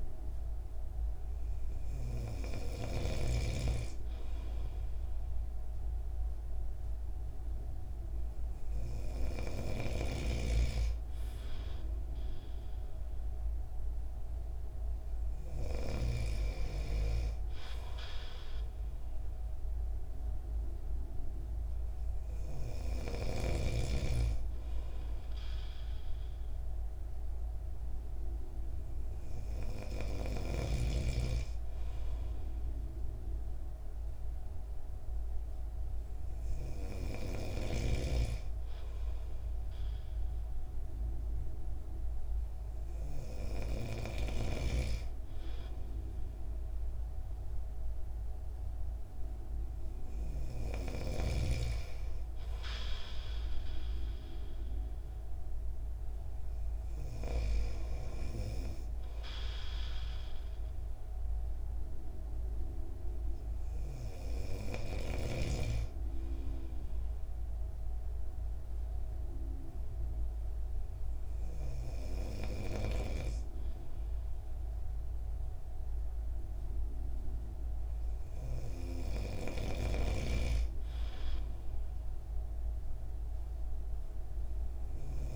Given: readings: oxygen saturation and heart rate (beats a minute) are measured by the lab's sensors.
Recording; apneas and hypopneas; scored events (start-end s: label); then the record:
breathing in sleep by a room microphone; none
0.00-3.00 s: snoring (device-marked)
9.50-16.00 s: snoring (device-marked)
From the record:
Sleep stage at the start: N3 (deep sleep); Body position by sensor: on the right side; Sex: male